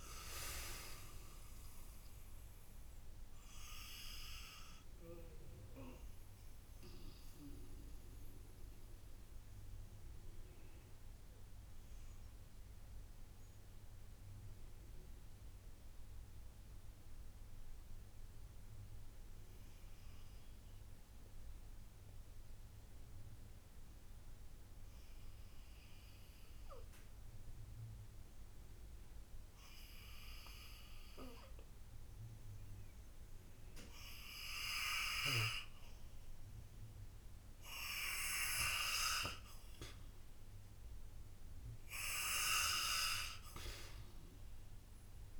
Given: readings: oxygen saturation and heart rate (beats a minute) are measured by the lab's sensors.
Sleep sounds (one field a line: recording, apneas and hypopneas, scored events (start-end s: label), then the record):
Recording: breathing in sleep by a room microphone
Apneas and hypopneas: 1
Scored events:
0.00-22.50 s: oxygen desaturation (device-marked, oxygen 78% lowest, heart rate 55 extreme)
4.00-38.50 s: mixed apnea (oxygen 98% before, 78% lowest, heart rate 62 before, 55 extreme, up 4 after)
32.50-45.40 s: oxygen desaturation (device-marked, oxygen 98% before, 81% lowest, heart rate 60 before, 57 extreme)
41.50-45.40 s: arousal
From the record:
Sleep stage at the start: N2 (light sleep)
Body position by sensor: on the back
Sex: male